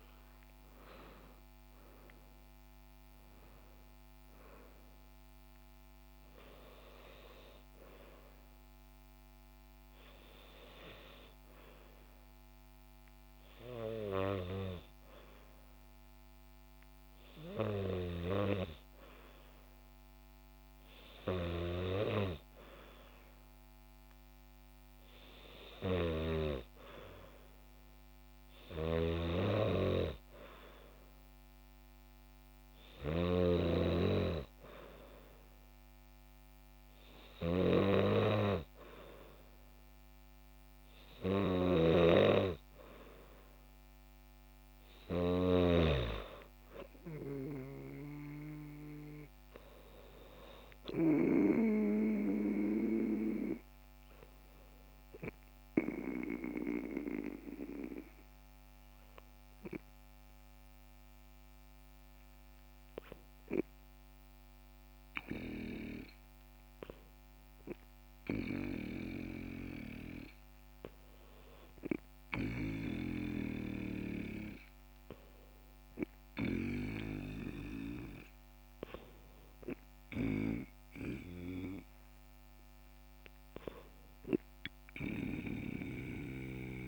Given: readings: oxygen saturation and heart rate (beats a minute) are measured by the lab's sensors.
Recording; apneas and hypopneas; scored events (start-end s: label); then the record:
breathing in sleep by a microphone on the trachea; 2
14.00-43.50 s: hypopnea (oxygen 95% before, 93% lowest, heart rate 66 before, 64 extreme, up 0 after)
44.00-48.00 s: arousal
56.00-67.50 s: obstructive apnea (oxygen 95% before, 93% lowest, heart rate 66 before, 64 extreme, up 1 after)
70.50-74.00 s: arousal
From the record:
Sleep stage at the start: N2 (light sleep); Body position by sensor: on the back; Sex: female